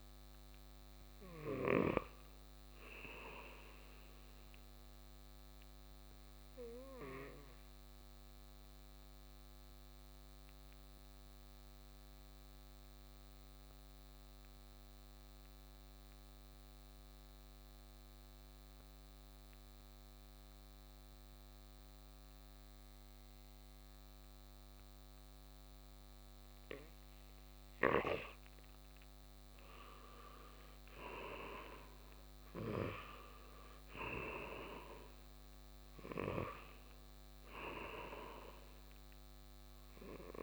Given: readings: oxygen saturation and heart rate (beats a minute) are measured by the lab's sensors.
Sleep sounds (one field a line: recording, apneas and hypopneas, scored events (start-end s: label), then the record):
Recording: breathing in sleep by a microphone on the trachea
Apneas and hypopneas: 1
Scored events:
4.50-27.50 s: obstructive apnea (oxygen 99% before, 89% lowest, heart rate 60 before, 57 extreme, up 7 after)
28.50-40.43 s: oxygen desaturation (device-marked, oxygen 96% before, 91% lowest, heart rate 59 before, 57 extreme)
29.50-34.50 s: arousal
From the record:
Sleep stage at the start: N2 (light sleep)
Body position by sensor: on the right side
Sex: male